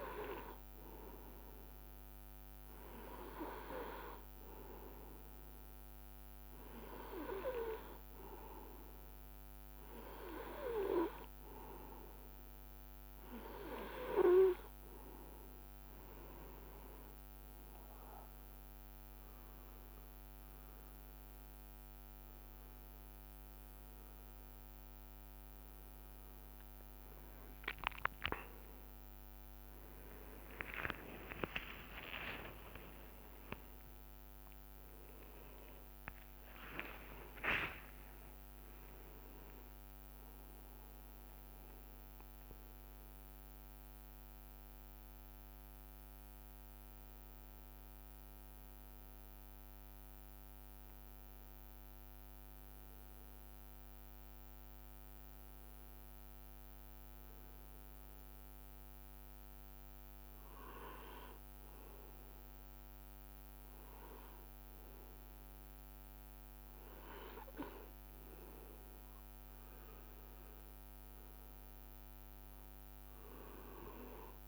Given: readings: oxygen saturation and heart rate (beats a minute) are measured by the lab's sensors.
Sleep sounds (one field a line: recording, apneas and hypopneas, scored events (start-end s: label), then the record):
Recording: breathing in sleep by a microphone on the trachea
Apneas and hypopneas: 1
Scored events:
29.00-59.00 s: new sleep stage, N1 (lightest sleep)
31.50-37.50 s: arousal
37.50-39.50 s: long interval between heartbeats (device-marked)
40.50-42.50 s: long interval between heartbeats (device-marked)
45.00-58.50 s: hypopnea (oxygen 97% before, 97% lowest)
59.00-74.48 s: new sleep stage, N2 (light sleep)
59.50-64.00 s: arousal
From the record:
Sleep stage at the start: N2 (light sleep)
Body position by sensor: on the right side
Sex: male